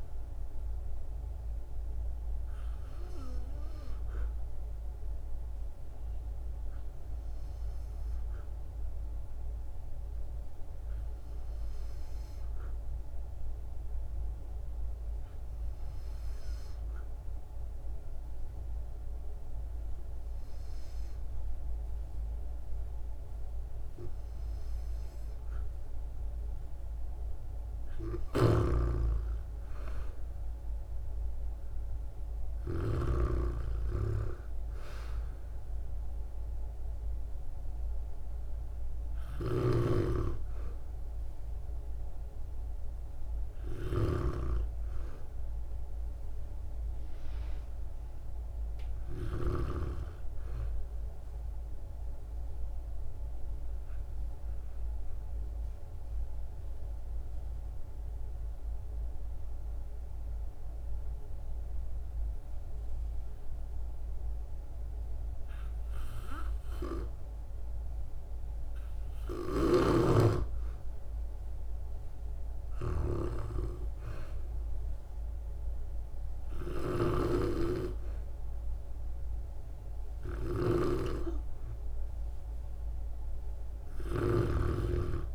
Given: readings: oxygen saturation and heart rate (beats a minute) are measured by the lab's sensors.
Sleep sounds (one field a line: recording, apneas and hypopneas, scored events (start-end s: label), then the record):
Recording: breathing in sleep by a room microphone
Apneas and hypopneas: 2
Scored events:
3.50-25.50 s: hypopnea (oxygen 97% before, 92% lowest, heart rate 66 before, 56 extreme, up 19 after)
28.00-33.00 s: snoring (device-marked)
28.50-32.50 s: arousal
39.00-44.00 s: snoring (device-marked)
51.50-68.50 s: obstructive apnea (oxygen 97% before, 92% lowest, heart rate 64 before, 57 extreme, up 3 after)
68.50-85.35 s: oxygen desaturation (device-marked, oxygen 98% before, 92% lowest, heart rate 59 before, 58 extreme)
70.00-74.00 s: arousal
76.50-85.35 s: snoring (device-marked)
From the record:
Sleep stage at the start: N2 (light sleep)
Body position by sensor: on the back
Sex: female